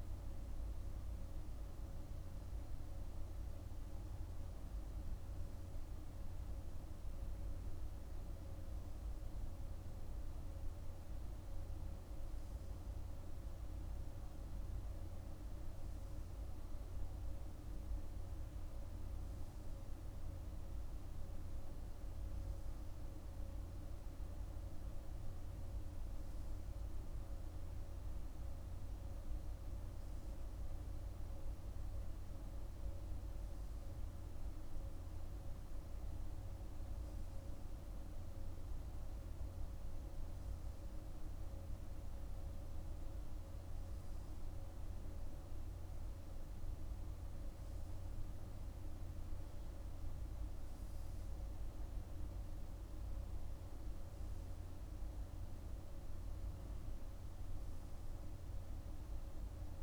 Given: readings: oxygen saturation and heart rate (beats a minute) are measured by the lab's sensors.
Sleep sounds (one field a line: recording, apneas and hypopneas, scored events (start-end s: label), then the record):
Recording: breathing in sleep, hard to hear, by a room microphone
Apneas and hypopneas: none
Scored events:
none scored
From the record:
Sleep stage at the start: N2 (light sleep)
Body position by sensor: on the right side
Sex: male